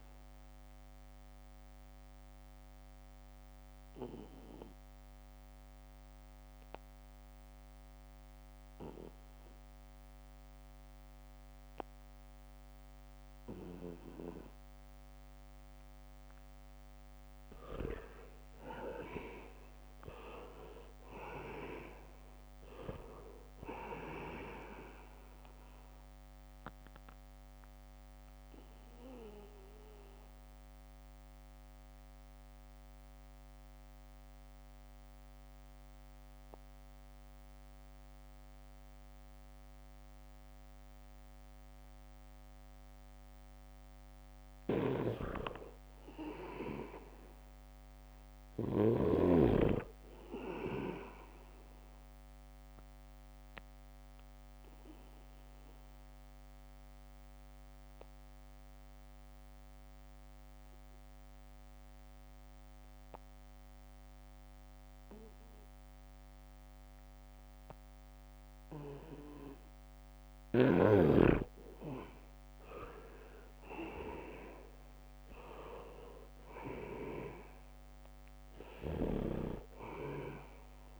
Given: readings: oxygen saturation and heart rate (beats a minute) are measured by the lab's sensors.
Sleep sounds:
breathing in sleep by a microphone on the trachea; 3
0.00-2.00 s: oxygen desaturation (device-marked, oxygen 89% lowest, heart rate 72 extreme)
1.50-4.00 s: leg movement (device-marked)
2.00-16.00 s: obstructive apnea (oxygen 98% before, 83% lowest, heart rate 77 before, 72 extreme, up 0 after)
6.00-14.50 s: leg movement (device-marked)
17.00-42.00 s: oxygen desaturation (device-marked, oxygen 98% before, 83% lowest, heart rate 77 before, 72 extreme)
18.50-23.50 s: arousal
27.50-43.50 s: obstructive apnea (oxygen 98% before, 82% lowest, heart rate 74 before, 74 extreme, up 4 after)
44.00-65.00 s: oxygen desaturation (device-marked, oxygen 99% before, 87% lowest, heart rate 76 before, 72 extreme)
45.00-49.50 s: snoring (device-marked)
46.50-50.50 s: arousal
53.00-70.50 s: obstructive apnea (oxygen 99% before, 82% lowest, heart rate 78 before, 72 extreme, up 0 after)
70.00-81.00 s: oxygen desaturation (device-marked, oxygen 97% before, 82% lowest, heart rate 76 before, 72 extreme)
70.50-80.50 s: leg movement (device-marked)
74.00-78.50 s: arousal
From the record:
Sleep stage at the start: N2 (light sleep); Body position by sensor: on the back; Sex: male

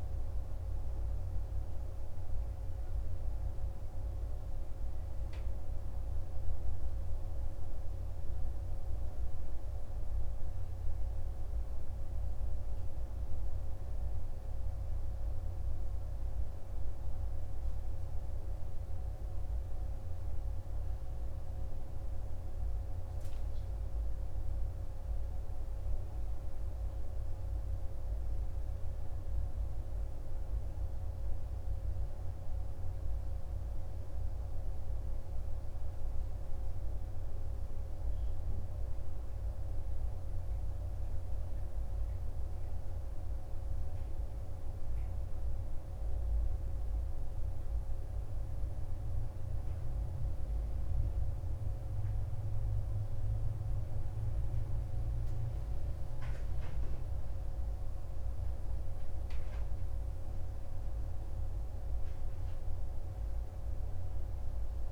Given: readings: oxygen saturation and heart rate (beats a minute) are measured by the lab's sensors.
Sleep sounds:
breathing in sleep, hard to hear, by a room microphone; none
none scored
From the record:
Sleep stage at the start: N2 (light sleep); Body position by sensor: on the right side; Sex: male

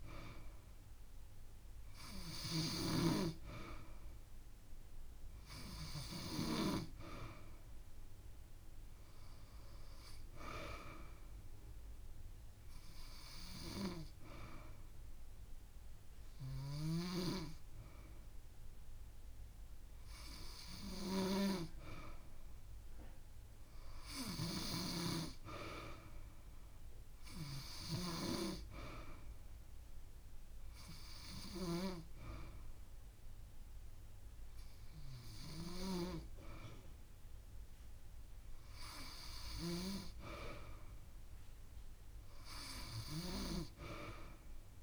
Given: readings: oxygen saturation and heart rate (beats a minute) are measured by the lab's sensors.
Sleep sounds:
breathing in sleep by a room microphone; none
12.50-14.50 s: long interval between heartbeats (device-marked)
From the record:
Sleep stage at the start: N2 (light sleep); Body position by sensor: on the back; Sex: female

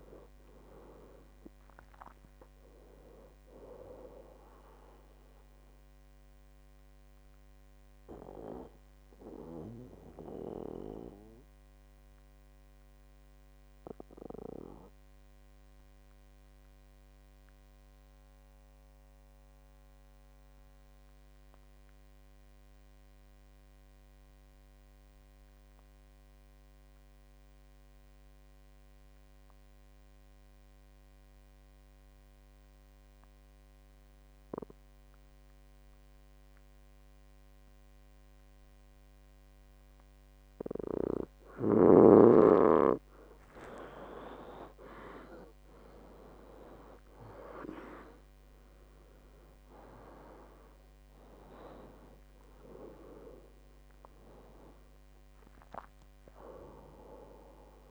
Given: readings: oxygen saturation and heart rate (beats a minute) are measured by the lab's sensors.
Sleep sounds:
breathing in sleep by a microphone on the trachea; 1
0.00-24.00 s: oxygen desaturation (device-marked, oxygen 92% lowest, heart rate 59 extreme)
6.00-40.50 s: mixed apnea (oxygen 100% before, 89% lowest, heart rate 73 before, 59 extreme, up 20 after)
40.00-57.91 s: oxygen desaturation (device-marked, oxygen 98% before, 89% lowest, heart rate 63 before, 59 extreme)
42.00-45.00 s: arousal
From the record:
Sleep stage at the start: N2 (light sleep); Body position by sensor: on the back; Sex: male

